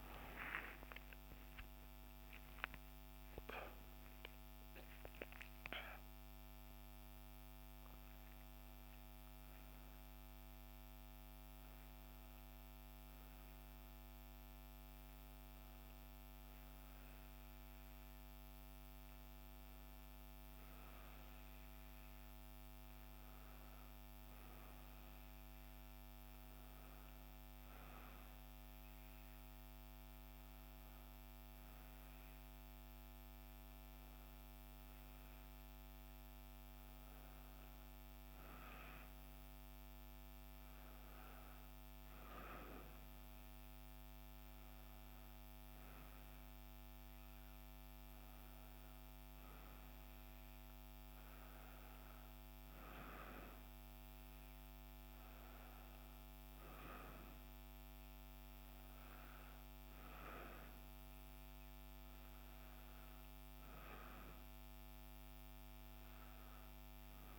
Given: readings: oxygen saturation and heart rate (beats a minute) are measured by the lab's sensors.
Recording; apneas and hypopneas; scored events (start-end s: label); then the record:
a person awake in a sleep study, by a microphone on the trachea; none
none scored
From the record:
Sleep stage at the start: awake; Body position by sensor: on the back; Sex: female